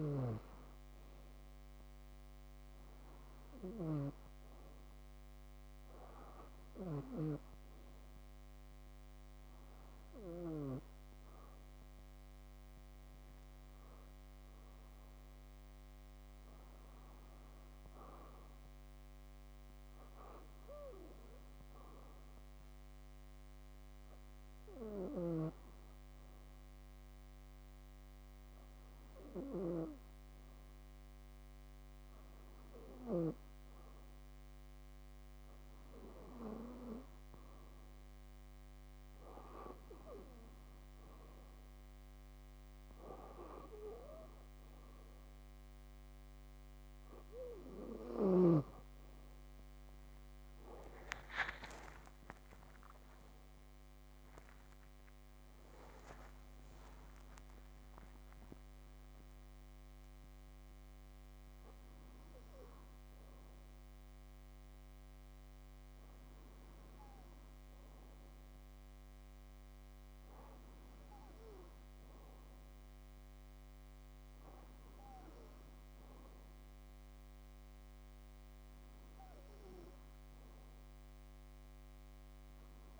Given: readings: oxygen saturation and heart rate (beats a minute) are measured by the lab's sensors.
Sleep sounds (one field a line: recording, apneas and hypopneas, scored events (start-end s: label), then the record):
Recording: breathing in sleep by a microphone on the trachea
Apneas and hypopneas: 1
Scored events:
21.00-32.50 s: hypopnea (oxygen 97% before, 94% lowest, heart rate 61 before, 61 extreme, up 7 after)
35.00-83.00 s: new sleep stage, N2 (light sleep)
49.00-54.50 s: arousal
50.50-52.50 s: long interval between heartbeats (device-marked, heart rate 66 before, 79 extreme)
From the record:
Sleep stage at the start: REM sleep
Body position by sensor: on the back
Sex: female